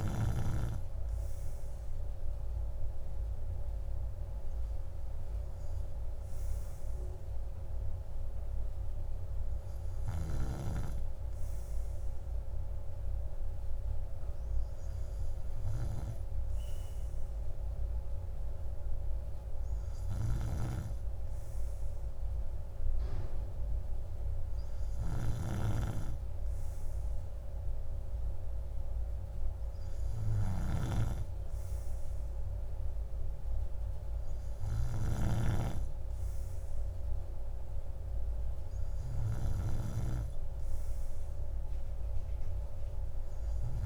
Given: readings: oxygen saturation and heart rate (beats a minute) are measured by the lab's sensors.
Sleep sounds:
breathing in sleep by a room microphone; none
none scored
From the record:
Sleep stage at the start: N3 (deep sleep); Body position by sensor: on the right side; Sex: male

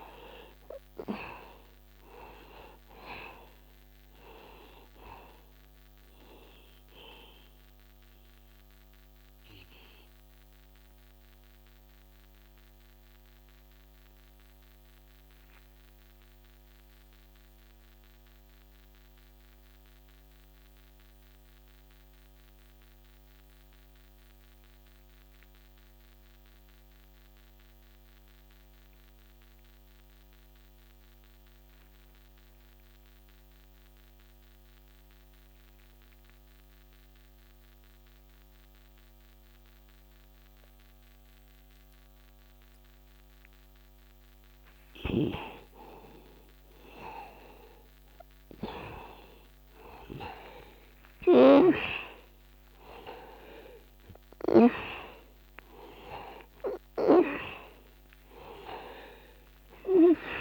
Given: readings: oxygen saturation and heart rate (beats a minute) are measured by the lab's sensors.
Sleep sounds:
breathing in sleep by a microphone on the trachea; 1
0.00-24.00 s: oxygen desaturation (device-marked, oxygen 87% lowest, heart rate 61 extreme)
10.50-46.00 s: obstructive apnea (oxygen 97% before, 81% lowest, heart rate 62 before, 61 extreme, up 1 after)
44.00-60.41 s: oxygen desaturation (device-marked, oxygen 97% before, 81% lowest, heart rate 61 before, 61 extreme)
48.00-52.00 s: arousal
From the record:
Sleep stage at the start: N2 (light sleep); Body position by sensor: on the back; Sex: male

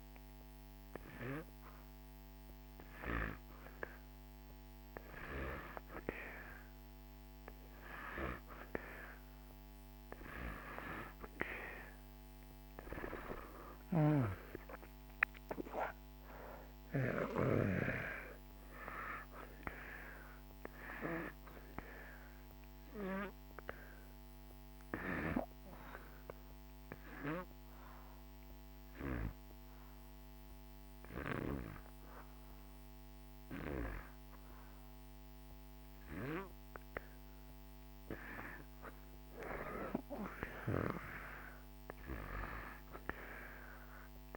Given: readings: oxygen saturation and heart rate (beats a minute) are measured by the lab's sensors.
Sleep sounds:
breathing in sleep by a microphone on the trachea; 1
27.00-38.00 s: obstructive apnea (oxygen 90% before, 84% lowest)
41.00-44.37 s: arousal
From the record:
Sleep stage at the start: N2 (light sleep); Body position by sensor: on the back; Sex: male

